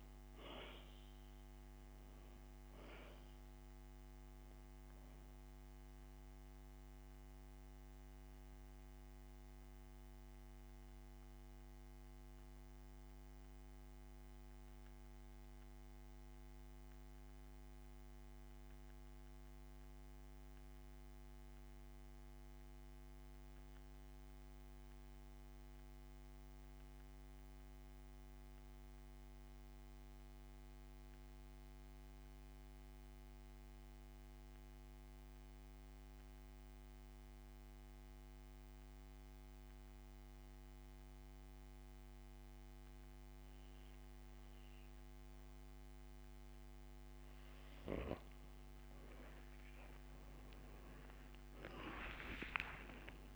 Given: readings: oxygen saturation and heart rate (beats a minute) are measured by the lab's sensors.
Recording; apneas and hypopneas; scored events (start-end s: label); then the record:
breathing in sleep, hard to hear, by a microphone on the trachea; 1
6.50-46.50 s: mixed apnea (oxygen 97% before, 85% lowest, heart rate 93 before, 55 extreme, up 9 after)
19.50-24.50 s: oxygen desaturation (device-marked, oxygen 94% before, 93% lowest, heart rate 74 before, 55 extreme)
29.50-44.50 s: oxygen desaturation (device-marked, oxygen 93% before, 86% lowest, heart rate 75 before, 65 extreme)
50.50-53.36 s: arousal
From the record:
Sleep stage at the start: N2 (light sleep); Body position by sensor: on the back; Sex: male